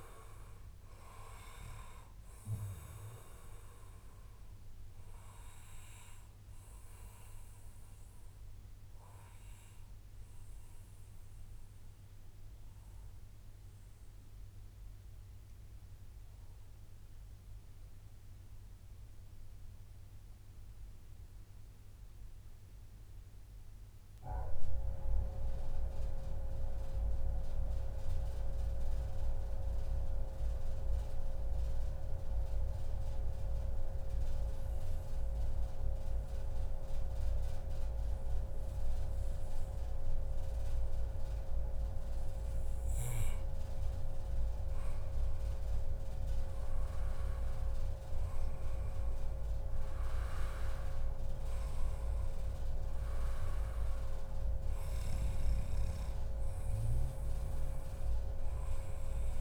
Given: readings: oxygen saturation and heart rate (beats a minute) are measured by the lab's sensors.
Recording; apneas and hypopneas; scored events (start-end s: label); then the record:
breathing in sleep by a room microphone; 1
0.00-7.00 s: oxygen desaturation (device-marked, oxygen 92% lowest, heart rate 93 extreme)
7.00-44.00 s: mixed apnea (oxygen 98% before, 92% lowest, heart rate 106 before, 93 extreme, up 9 after)
13.50-15.50 s: long interval between heartbeats (device-marked, heart rate 104 before, 97 extreme)
19.00-21.00 s: long interval between heartbeats (device-marked, heart rate 102 before, 99 extreme)
37.00-39.00 s: long interval between heartbeats (device-marked, heart rate 101 before, 101 extreme)
42.00-59.41 s: oxygen desaturation (device-marked, oxygen 97% before, 92% lowest, heart rate 101 before, 93 extreme)
43.50-45.50 s: long interval between heartbeats (device-marked, heart rate 100 before, 98 extreme)
45.50-47.50 s: long interval between heartbeats (device-marked, heart rate 101 before, 106 extreme)
45.50-49.00 s: arousal
From the record:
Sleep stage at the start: N2 (light sleep); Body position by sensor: on the back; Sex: male